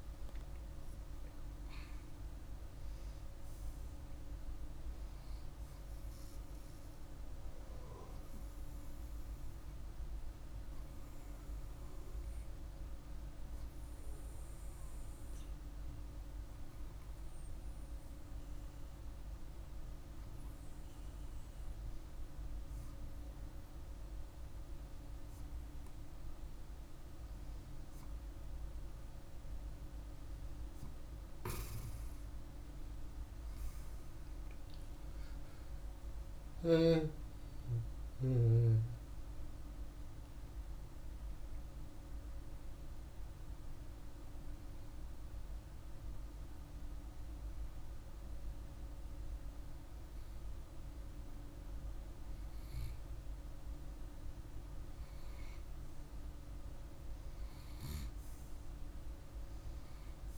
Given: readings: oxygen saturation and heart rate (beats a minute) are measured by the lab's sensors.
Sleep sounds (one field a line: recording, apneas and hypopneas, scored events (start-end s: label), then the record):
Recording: a person awake in a sleep study, hard to hear, by a room microphone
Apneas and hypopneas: 1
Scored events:
41.00-53.50 s: hypopnea (oxygen 98% before, 96% lowest, heart rate 52 before, 49 extreme, up 1 after)
41.00-60.38 s: new sleep stage, N2 (light sleep)
55.50-59.00 s: arousal
From the record:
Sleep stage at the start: awake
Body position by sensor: on the right side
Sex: male